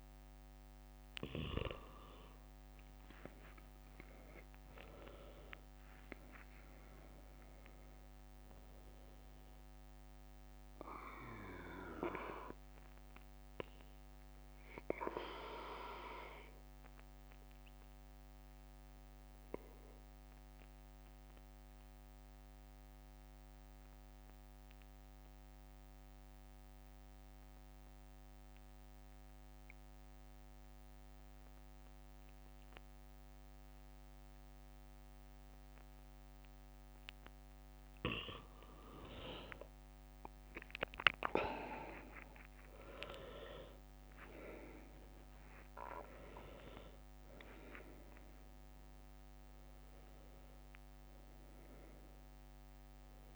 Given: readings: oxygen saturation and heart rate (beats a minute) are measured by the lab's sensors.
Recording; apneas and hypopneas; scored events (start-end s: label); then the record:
breathing in sleep by a microphone on the trachea; 1
3.50-7.00 s: arousal
9.00-36.00 s: obstructive apnea (oxygen 98% before, 92% lowest, heart rate 66 before, 62 extreme, up 7 after)
37.50-43.00 s: arousal
38.50-41.00 s: leg movement (device-marked)
38.50-53.36 s: oxygen desaturation (device-marked, oxygen 97% before, 92% lowest, heart rate 65 before, 62 extreme)
From the record:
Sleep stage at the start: N2 (light sleep); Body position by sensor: on the back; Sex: male